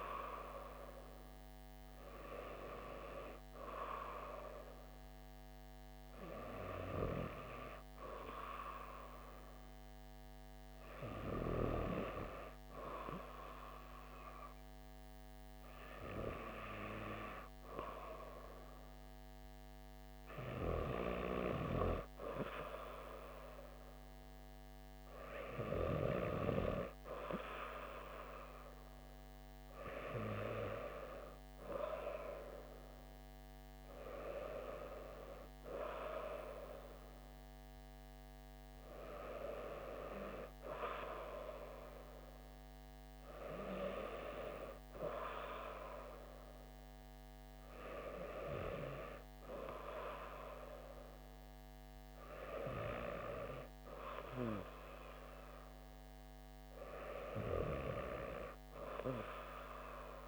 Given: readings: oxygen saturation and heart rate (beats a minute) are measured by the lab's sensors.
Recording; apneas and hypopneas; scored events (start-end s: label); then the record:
breathing in sleep by a microphone on the trachea; none
none scored
From the record:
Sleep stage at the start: N2 (light sleep); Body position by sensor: on the back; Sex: female